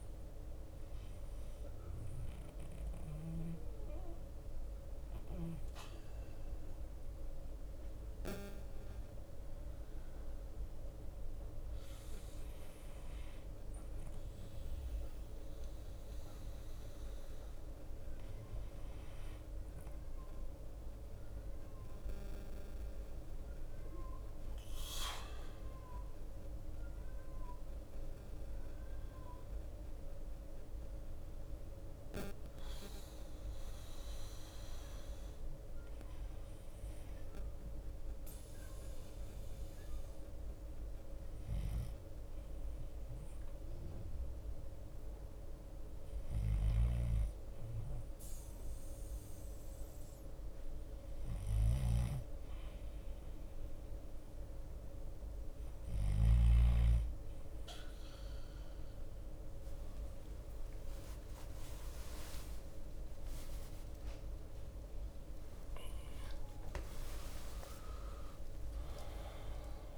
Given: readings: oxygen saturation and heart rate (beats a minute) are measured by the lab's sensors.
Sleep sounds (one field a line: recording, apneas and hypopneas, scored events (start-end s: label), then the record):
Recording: breathing in sleep, hard to hear, by a room microphone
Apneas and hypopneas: 1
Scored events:
0.00-4.50 s: drop in pulse transit time (device-marked, heart rate 37 extreme)
0.00-65.50 s: bradycardia (device-marked)
1.50-3.50 s: long interval between heartbeats (device-marked, heart rate 36 before, 43 extreme)
5.00-9.00 s: arousal
10.50-20.50 s: drop in pulse transit time (device-marked, heart rate 39 before, 27 extreme)
20.50-36.50 s: mixed apnea (oxygen 93% before, 91% lowest)
23.00-25.00 s: long interval between heartbeats (device-marked, heart rate 42 before, 54 extreme)
26.00-28.00 s: long interval between heartbeats (device-marked, heart rate 44 before, 45 extreme)
39.00-41.00 s: long interval between heartbeats (device-marked, heart rate 44 before, 53 extreme)
39.50-43.50 s: arousal
43.50-45.50 s: long interval between heartbeats (device-marked, heart rate 43 before, 56 extreme)
44.50-55.50 s: drop in pulse transit time (device-marked, heart rate 43 before, 45 extreme)
51.50-53.50 s: long interval between heartbeats (device-marked, heart rate 46 before, 47 extreme)
54.50-69.98 s: new sleep stage, N1 (lightest sleep)
59.00-61.00 s: long interval between heartbeats (device-marked, heart rate 47 before, 38 extreme)
62.00-67.00 s: arousal
63.50-65.50 s: long interval between heartbeats (device-marked, heart rate 44 before, 55 extreme)
67.00-69.00 s: long interval between heartbeats (device-marked, heart rate 45 before, 56 extreme)
68.50-69.98 s: drop in pulse transit time (device-marked, heart rate 46 before, 72 extreme)
From the record:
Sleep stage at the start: N2 (light sleep)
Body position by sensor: on the back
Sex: male